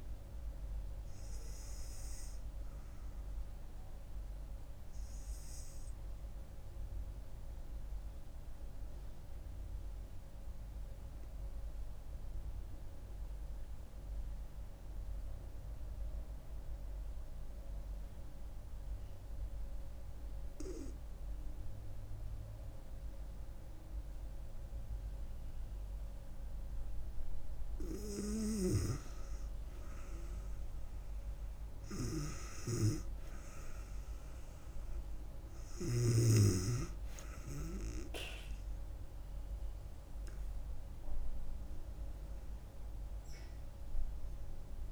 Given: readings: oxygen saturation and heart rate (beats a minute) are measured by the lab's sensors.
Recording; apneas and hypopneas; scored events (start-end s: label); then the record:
breathing in sleep by a room microphone; 1
0.00-8.00 s: oxygen desaturation (device-marked, oxygen 93% lowest, heart rate 66 extreme)
8.00-27.00 s: obstructive apnea (oxygen 99% before, 92% lowest, heart rate 71 before, 66 extreme, up 6 after)
27.00-44.92 s: oxygen desaturation (device-marked, oxygen 97% before, 92% lowest, heart rate 68 before, 65 extreme)
29.00-32.00 s: arousal
From the record:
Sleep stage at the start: N2 (light sleep); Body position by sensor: on the back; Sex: female